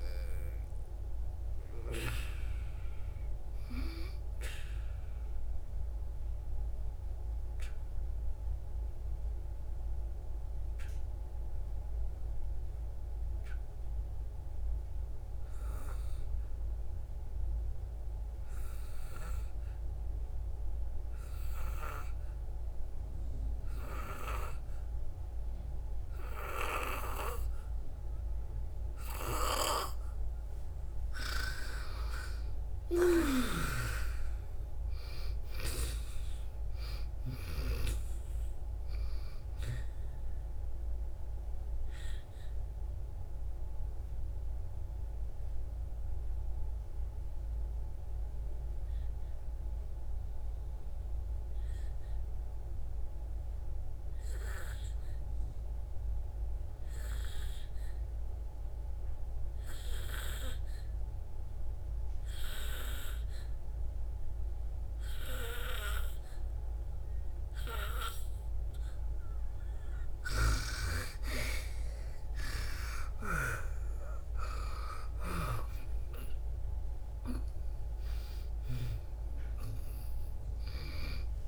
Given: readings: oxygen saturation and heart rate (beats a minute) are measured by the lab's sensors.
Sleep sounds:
breathing in sleep by a room microphone; 2
0.00-19.00 s: oxygen desaturation (device-marked, oxygen 88% lowest, heart rate 56 extreme)
4.50-30.50 s: obstructive apnea (oxygen 98% before, 88% lowest, heart rate 70 before, 55 extreme, up 4 after)
28.00-64.00 s: oxygen desaturation (device-marked, oxygen 98% before, 88% lowest, heart rate 60 before, 55 extreme)
32.00-37.00 s: arousal
41.00-70.00 s: obstructive apnea (oxygen 98% before, 88% lowest, heart rate 63 before, 55 extreme, up 11 after)
72.00-77.00 s: arousal
72.00-81.48 s: oxygen desaturation (device-marked, oxygen 98% before, 88% lowest, heart rate 59 before, 53 extreme)
From the record:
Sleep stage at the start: N2 (light sleep); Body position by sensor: on the back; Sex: female

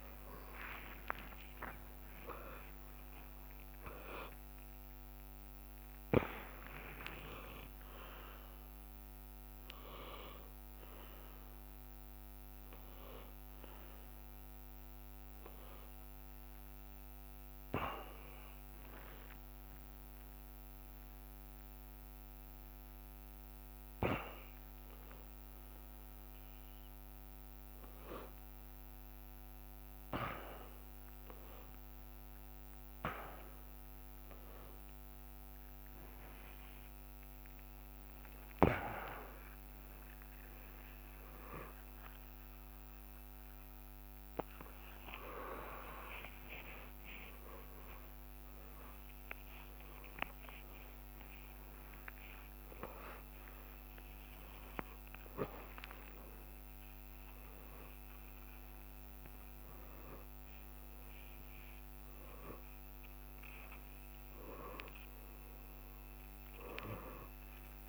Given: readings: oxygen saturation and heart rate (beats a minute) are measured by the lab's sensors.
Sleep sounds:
a person awake in a sleep study, by a microphone on the trachea; none
0.00-3.50 s: tachycardia (device-marked, heart rate 132 extreme)
1.00-3.00 s: long interval between heartbeats (device-marked, heart rate 115 before, 115 extreme)
39.50-57.50 s: tachycardia (device-marked, heart rate 80 before, 153 extreme)
41.00-43.00 s: long interval between heartbeats (device-marked, heart rate 76 before, 83 extreme)
43.00-45.00 s: long interval between heartbeats (device-marked, heart rate 77 before, 104 extreme)
46.50-48.50 s: long interval between heartbeats (device-marked, heart rate 84 before, 113 extreme)
50.50-52.50 s: long interval between heartbeats (device-marked, heart rate 95 before, 138 extreme)
54.00-56.00 s: long interval between heartbeats (device-marked, heart rate 105 before, 149 extreme)
58.00-60.00 s: long interval between heartbeats (device-marked, heart rate 117 before, 115 extreme)
63.50-65.50 s: long interval between heartbeats (device-marked, heart rate 122 before, 85 extreme)
64.50-67.89 s: tachycardia (device-marked, heart rate 83 before, 115 extreme)
From the record:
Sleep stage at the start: awake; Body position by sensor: upright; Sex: male

